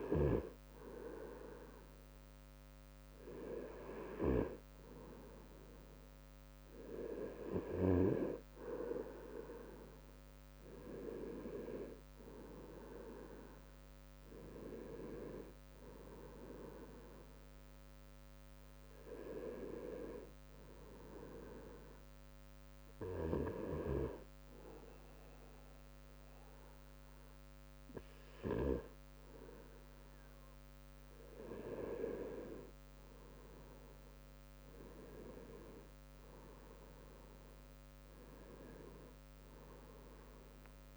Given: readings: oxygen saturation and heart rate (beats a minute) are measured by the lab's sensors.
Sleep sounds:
breathing in sleep by a microphone on the trachea; 1
20.50-31.50 s: obstructive apnea (oxygen 96% before, 93% lowest, heart rate 66 before, 57 extreme, up 7 after)
34.00-37.50 s: arousal
39.50-40.96 s: drop in pulse transit time (device-marked, heart rate 65 before, 70 extreme)
From the record:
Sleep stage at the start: N2 (light sleep); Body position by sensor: on the right side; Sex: male

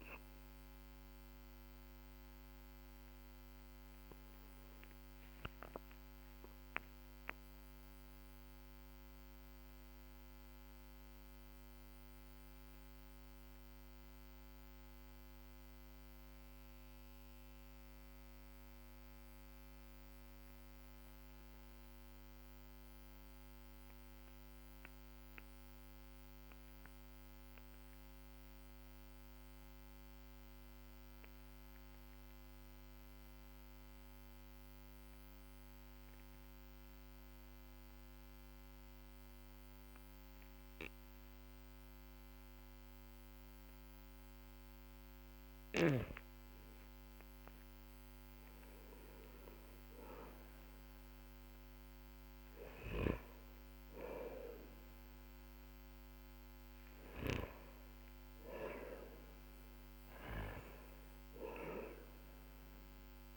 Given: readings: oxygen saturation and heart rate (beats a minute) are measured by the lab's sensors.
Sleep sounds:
breathing in sleep by a microphone on the trachea; 1
0.00-22.50 s: oxygen desaturation (device-marked, oxygen 91% lowest, heart rate 46 extreme)
6.50-43.50 s: mixed apnea (oxygen 95% before, 89% lowest, heart rate 51 before, 46 extreme, up 12 after)
38.50-63.37 s: oxygen desaturation (device-marked, oxygen 99% before, 89% lowest, heart rate 52 before, 45 extreme)
47.50-53.00 s: arousal
From the record:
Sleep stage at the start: N2 (light sleep); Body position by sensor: on the back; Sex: male

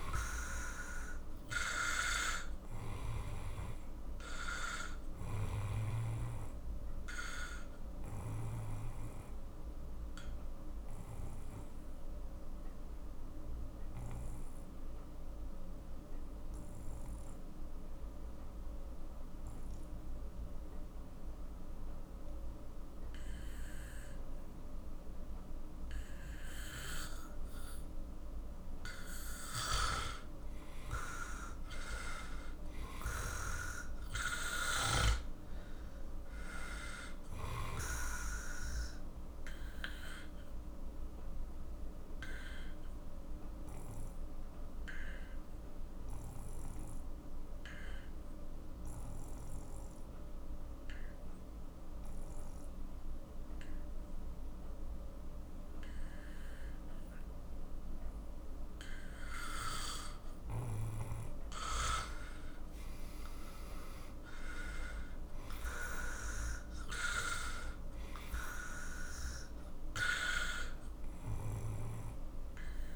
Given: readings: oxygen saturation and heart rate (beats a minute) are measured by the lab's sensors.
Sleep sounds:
breathing in sleep by a room microphone; 2
4.00-16.00 s: oxygen desaturation (device-marked, oxygen 96% before, 92% lowest, heart rate 53 before, 43 extreme)
8.00-29.00 s: obstructive apnea (oxygen 97% before, 91% lowest, heart rate 54 before, 43 extreme, up 14 after)
31.00-35.50 s: arousal
31.00-54.00 s: oxygen desaturation (device-marked, oxygen 97% before, 91% lowest, heart rate 48 before, 43 extreme)
40.50-60.50 s: obstructive apnea (oxygen 97% before, 90% lowest, heart rate 55 before, 43 extreme, up 15 after)
61.50-65.00 s: arousal
69.00-72.95 s: oxygen desaturation (device-marked, oxygen 97% before, 92% lowest, heart rate 52 before, 43 extreme)
From the record:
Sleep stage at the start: N2 (light sleep); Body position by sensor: on the back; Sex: male

